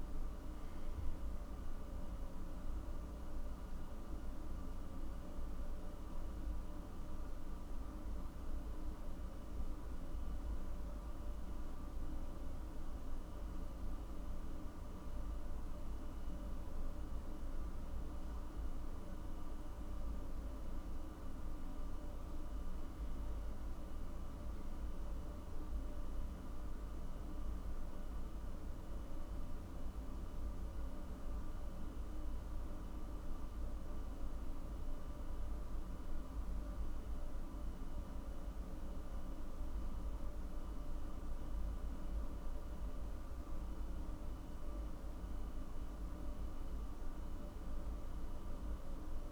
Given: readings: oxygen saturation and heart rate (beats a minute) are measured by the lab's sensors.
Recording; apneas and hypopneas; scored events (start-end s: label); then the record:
a person partly awake in a sleep study, hard to hear, by a room microphone; none
17.50-47.50 s: new sleep stage, N1 (lightest sleep)
47.50-49.32 s: new sleep stage, N2 (light sleep)
From the record:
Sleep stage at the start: awake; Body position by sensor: on the back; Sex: male